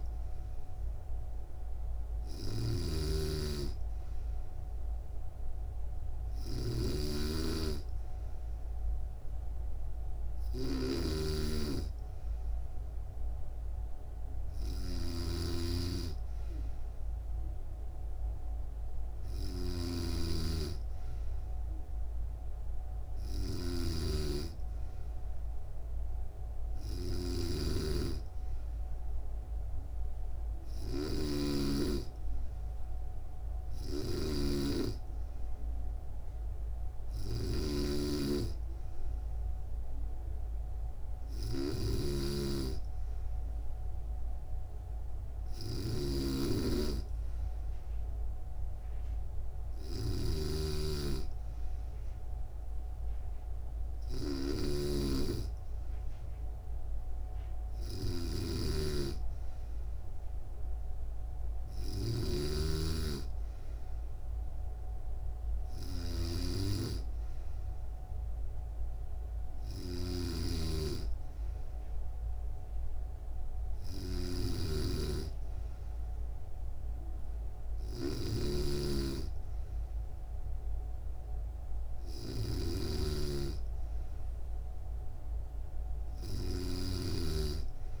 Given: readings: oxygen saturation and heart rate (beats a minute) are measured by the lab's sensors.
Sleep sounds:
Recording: breathing in sleep by a room microphone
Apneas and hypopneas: none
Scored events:
0.00-88.00 s: snoring (device-marked)
From the record:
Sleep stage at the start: N2 (light sleep)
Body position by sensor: on the back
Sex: female

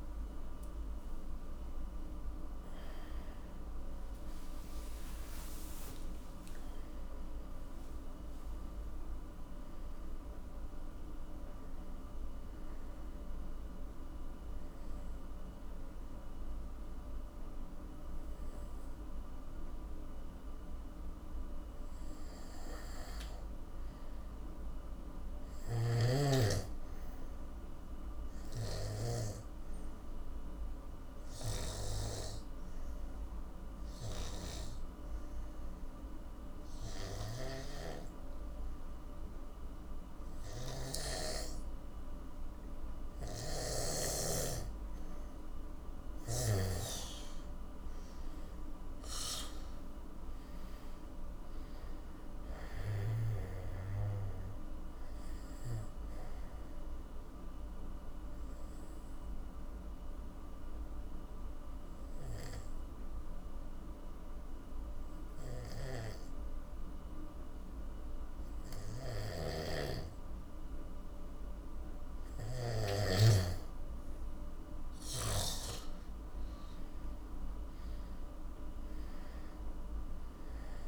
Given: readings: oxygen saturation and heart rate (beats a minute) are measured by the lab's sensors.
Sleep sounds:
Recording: breathing in sleep by a room microphone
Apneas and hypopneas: 2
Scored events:
0.00-21.50 s: oxygen desaturation (device-marked, oxygen 90% lowest, heart rate 49 extreme)
22.50-26.00 s: arousal
29.00-44.50 s: obstructive apnea (oxygen 98% before, 87% lowest, heart rate 61 before, 46 extreme, up 19 after)
33.50-43.50 s: oxygen desaturation (device-marked, oxygen 98% before, 93% lowest, heart rate 55 before, 46 extreme)
45.50-70.50 s: oxygen desaturation (device-marked, oxygen 95% before, 87% lowest, heart rate 54 before, 46 extreme)
47.00-51.00 s: arousal
56.50-72.50 s: obstructive apnea (oxygen 98% before, 87% lowest, heart rate 61 before, 46 extreme, up 22 after)
69.00-73.00 s: snoring (device-marked)
74.50-77.50 s: arousal
76.50-80.88 s: oxygen desaturation (device-marked, oxygen 98% before, 89% lowest, heart rate 52 before, 48 extreme)
From the record:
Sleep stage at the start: N2 (light sleep)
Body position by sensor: on the back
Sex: male

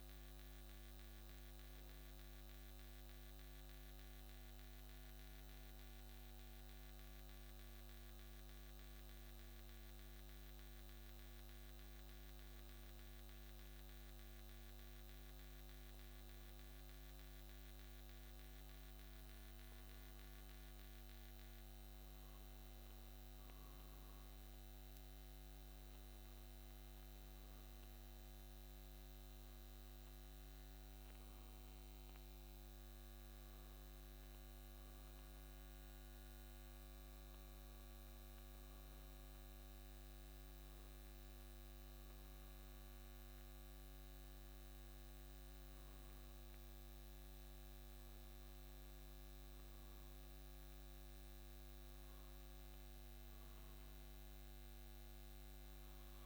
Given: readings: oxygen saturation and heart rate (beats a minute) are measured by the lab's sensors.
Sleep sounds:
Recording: breathing in sleep, hard to hear, by a microphone on the trachea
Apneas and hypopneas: none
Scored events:
none scored
From the record:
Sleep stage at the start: N2 (light sleep)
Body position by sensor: on the back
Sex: male

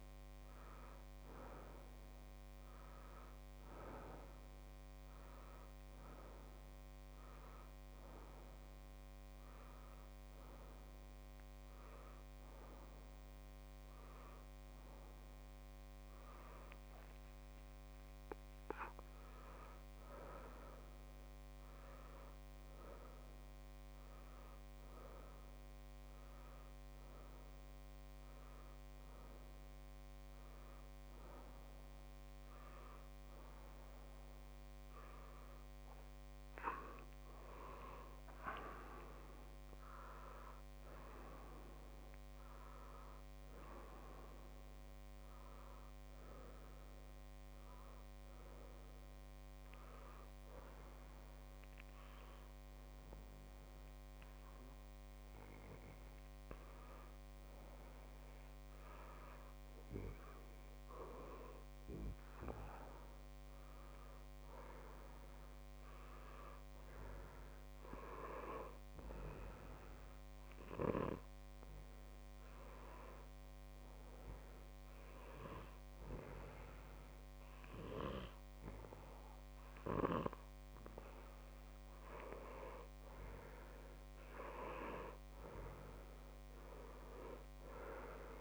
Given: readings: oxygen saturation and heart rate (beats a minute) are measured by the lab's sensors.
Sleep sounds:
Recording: a person partly awake in a sleep study, by a microphone on the trachea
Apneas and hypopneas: 3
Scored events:
1.50-61.50 s: new sleep stage, N1 (lightest sleep)
4.50-36.00 s: obstructive apnea (oxygen 98% before, 93% lowest)
38.50-41.50 s: arousal
46.50-58.50 s: obstructive apnea (oxygen 96% before, 92% lowest)
59.50-63.00 s: arousal
61.50-88.41 s: new sleep stage, N2 (light sleep)
70.00-81.00 s: obstructive apnea (oxygen 96% before, 90% lowest)
84.00-87.00 s: arousal
From the record:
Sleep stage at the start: awake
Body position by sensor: on the back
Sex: male

